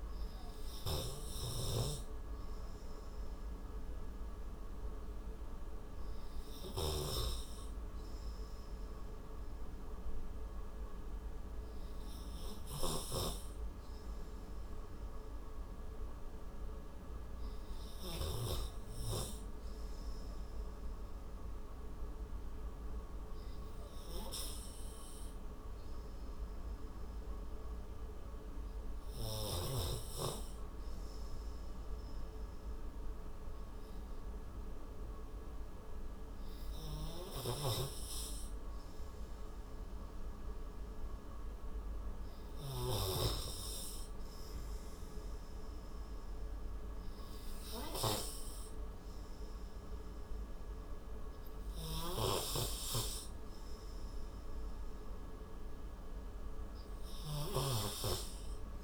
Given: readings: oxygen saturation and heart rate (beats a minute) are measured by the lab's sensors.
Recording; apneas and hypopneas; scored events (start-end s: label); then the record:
breathing in sleep by a room microphone; 1
24.50-38.00 s: obstructive apnea (oxygen 97% before, 93% lowest)
41.00-44.00 s: arousal
51.50-58.84 s: snoring (device-marked)
From the record:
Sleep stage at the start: N2 (light sleep); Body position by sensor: on the right side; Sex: male